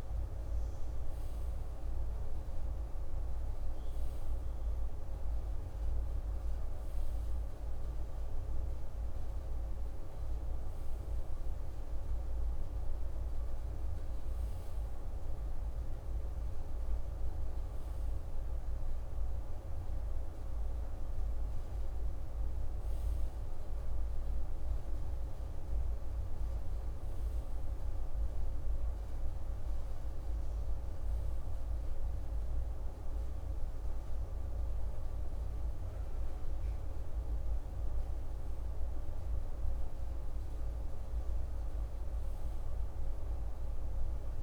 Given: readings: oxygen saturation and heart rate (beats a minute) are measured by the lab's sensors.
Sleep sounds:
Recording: breathing in sleep, hard to hear, by a room microphone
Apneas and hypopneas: none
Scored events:
none scored
From the record:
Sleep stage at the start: REM sleep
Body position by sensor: on the right side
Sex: male

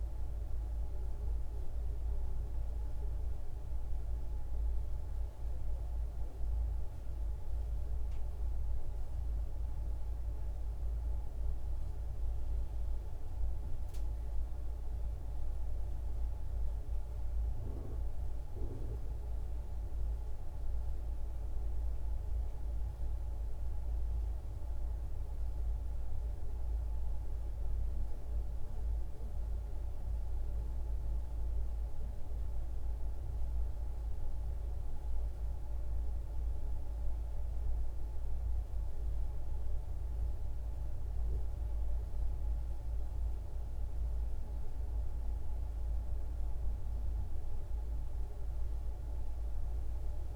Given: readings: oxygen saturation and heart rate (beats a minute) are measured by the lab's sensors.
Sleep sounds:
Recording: breathing in sleep, hard to hear, by a room microphone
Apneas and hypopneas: none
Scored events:
none scored
From the record:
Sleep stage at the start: N2 (light sleep)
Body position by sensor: on the back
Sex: female

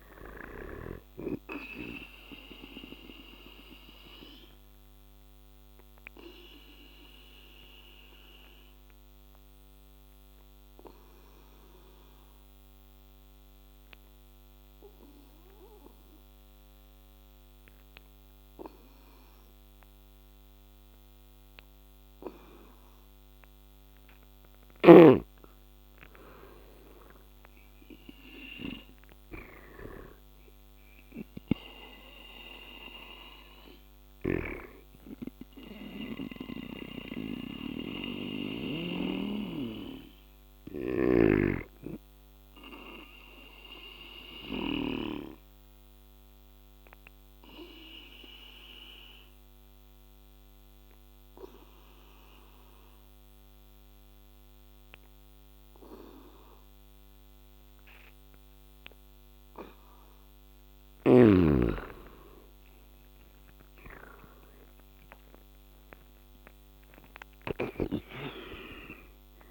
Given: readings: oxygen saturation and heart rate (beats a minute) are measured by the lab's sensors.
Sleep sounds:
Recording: breathing in sleep by a microphone on the trachea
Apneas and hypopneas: 2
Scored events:
0.00-18.00 s: oxygen desaturation (device-marked, oxygen 88% lowest, heart rate 74 extreme)
2.50-24.50 s: obstructive apnea (oxygen 99% before, 87% lowest, heart rate 79 before, 74 extreme, up 9 after)
25.50-29.00 s: arousal
26.00-50.00 s: oxygen desaturation (device-marked, oxygen 99% before, 87% lowest, heart rate 76 before, 69 extreme)
33.50-38.50 s: snoring (device-marked)
37.50-60.50 s: obstructive apnea (oxygen 99% before, 86% lowest, heart rate 78 before, 69 extreme, up 18 after)
40.50-44.50 s: snoring (device-marked)
62.00-65.00 s: arousal
65.00-69.50 s: oxygen desaturation (device-marked, oxygen 99% before, 88% lowest, heart rate 74 before, 70 extreme)
From the record:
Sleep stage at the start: N2 (light sleep)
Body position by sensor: on the back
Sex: male

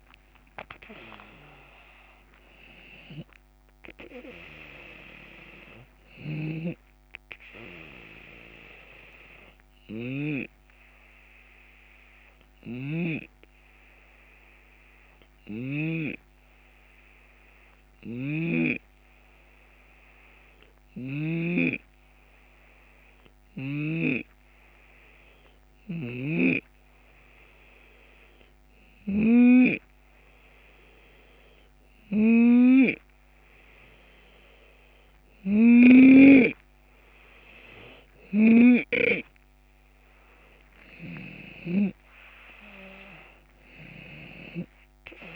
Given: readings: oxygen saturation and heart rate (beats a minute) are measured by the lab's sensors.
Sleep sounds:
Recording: breathing in sleep by a microphone on the trachea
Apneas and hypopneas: 1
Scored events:
0.00-3.00 s: arousal
0.00-11.50 s: drop in pulse transit time (device-marked, heart rate 75 extreme)
7.50-33.50 s: hypopnea (oxygen 97% before, 91% lowest, heart rate 82 before, 72 extreme, up 1 after)
12.00-15.50 s: snoring (device-marked)
17.50-21.00 s: snoring (device-marked)
35.00-41.50 s: snoring (device-marked)
36.50-45.36 s: oxygen desaturation (device-marked, oxygen 97% before, 91% lowest, heart rate 74 before, 74 extreme)
39.00-44.00 s: arousal
41.50-45.36 s: drop in pulse transit time (device-marked, heart rate 75 before, 75 extreme)
From the record:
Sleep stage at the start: N2 (light sleep)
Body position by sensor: on the left side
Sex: male

